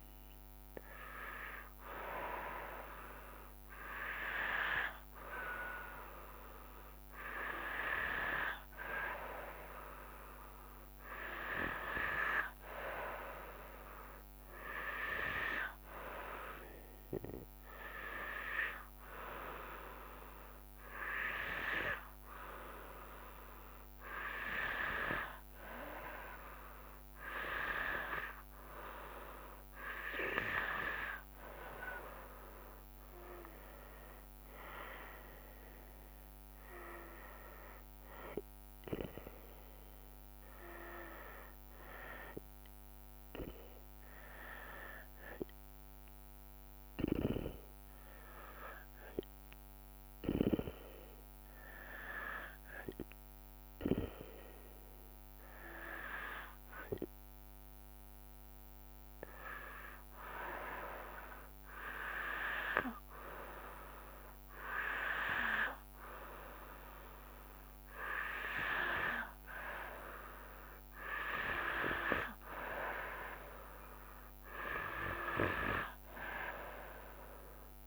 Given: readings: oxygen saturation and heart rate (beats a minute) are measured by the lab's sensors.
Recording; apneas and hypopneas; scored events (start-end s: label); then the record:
breathing in sleep by a microphone on the trachea; 1
32.50-44.50 s: drop in pulse transit time (device-marked, heart rate 60 before, 58 extreme)
56.00-67.00 s: hypopnea (oxygen 97% before, 94% lowest, heart rate 73 before, 68 extreme, up 4 after)
73.50-77.86 s: drop in pulse transit time (device-marked, heart rate 73 before, 75 extreme)
From the record:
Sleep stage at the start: N2 (light sleep); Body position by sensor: on the back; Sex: female